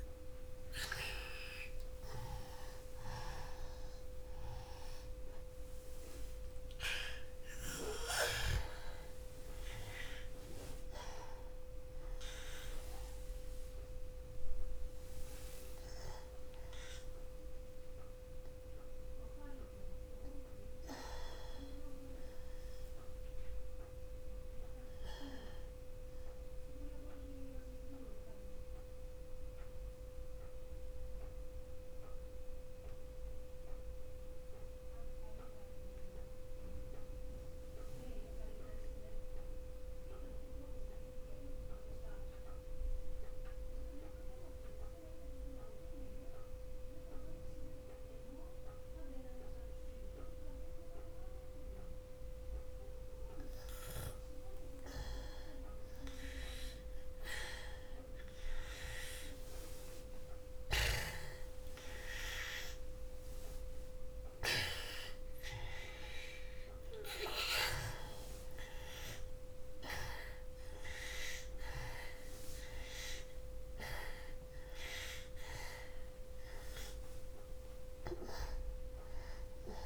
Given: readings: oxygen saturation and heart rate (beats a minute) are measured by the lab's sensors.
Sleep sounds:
breathing in sleep by a room microphone; 1
0.00-10.00 s: oxygen desaturation (device-marked, oxygen 92% lowest, heart rate 62 extreme)
12.00-37.00 s: oxygen desaturation (device-marked, oxygen 95% before, 86% lowest, heart rate 65 before, 62 extreme)
23.50-28.00 s: arousal
29.00-55.50 s: mixed apnea (oxygen 95% before, 86% lowest, heart rate 63 before, 62 extreme, up 0 after)
56.50-60.50 s: arousal
59.00-79.86 s: oxygen desaturation (device-marked, oxygen 97% before, 86% lowest, heart rate 62 before, 61 extreme)
From the record:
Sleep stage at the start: N1 (lightest sleep); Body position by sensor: on the back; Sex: male

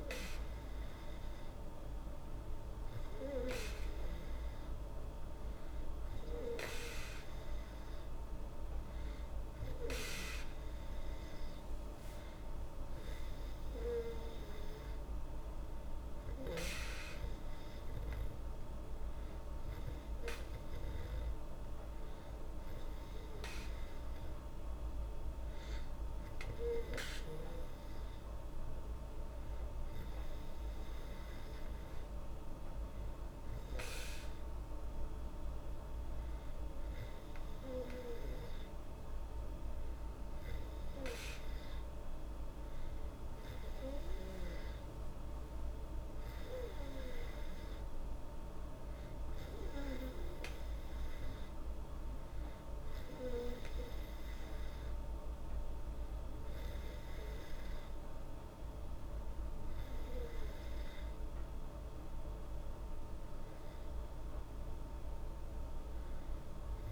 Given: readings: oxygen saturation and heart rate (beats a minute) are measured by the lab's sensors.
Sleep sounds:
breathing in sleep by a room microphone; none
none scored
From the record:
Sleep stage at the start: N2 (light sleep); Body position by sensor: on the back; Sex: female

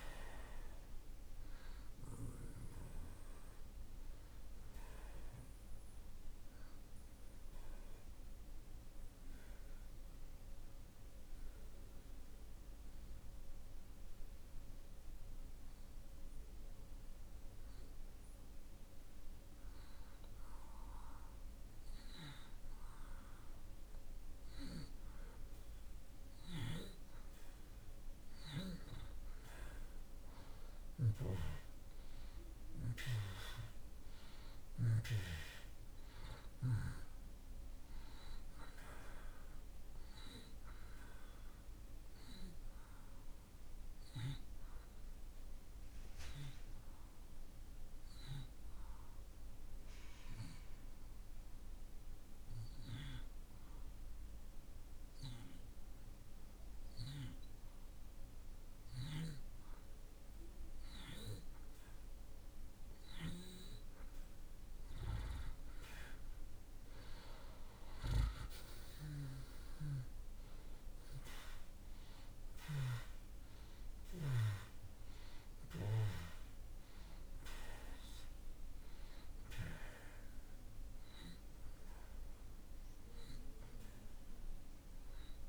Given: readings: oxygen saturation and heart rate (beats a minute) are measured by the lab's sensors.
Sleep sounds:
breathing in sleep by a room microphone; 2
0.00-15.50 s: oxygen desaturation (device-marked, oxygen 82% lowest)
7.50-20.50 s: obstructive apnea (oxygen 94% before, 84% lowest)
24.00-27.50 s: arousal
29.50-58.50 s: oxygen desaturation (device-marked, oxygen 95% before, 85% lowest)
46.50-59.50 s: obstructive apnea (oxygen 95% before, 84% lowest)
59.50-64.50 s: arousal
67.50-85.49 s: oxygen desaturation (device-marked, oxygen 94% before, 84% lowest)
From the record:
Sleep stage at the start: N2 (light sleep); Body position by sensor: on the back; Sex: male

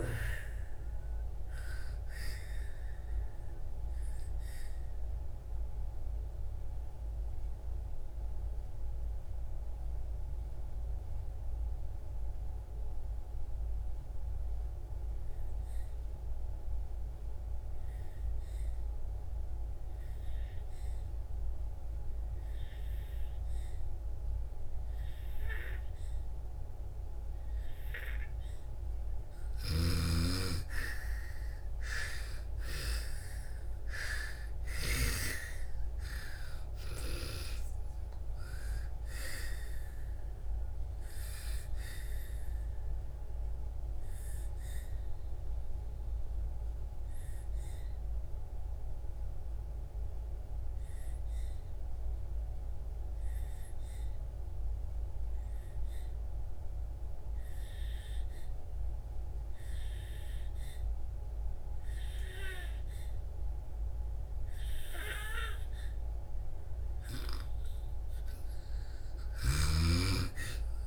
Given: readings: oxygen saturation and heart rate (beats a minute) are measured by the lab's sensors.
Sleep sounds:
breathing in sleep by a room microphone; 2
0.00-22.00 s: oxygen desaturation (device-marked, oxygen 80% lowest)
4.50-28.50 s: mixed apnea (oxygen 97% before, 80% lowest)
30.00-33.00 s: arousal
31.00-57.00 s: oxygen desaturation (device-marked, oxygen 98% before, 84% lowest)
41.50-66.50 s: obstructive apnea (oxygen 98% before, 82% lowest)
62.00-70.87 s: oxygen desaturation (device-marked, oxygen 98% before, 82% lowest)
From the record:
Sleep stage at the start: N2 (light sleep); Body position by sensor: on the back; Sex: female

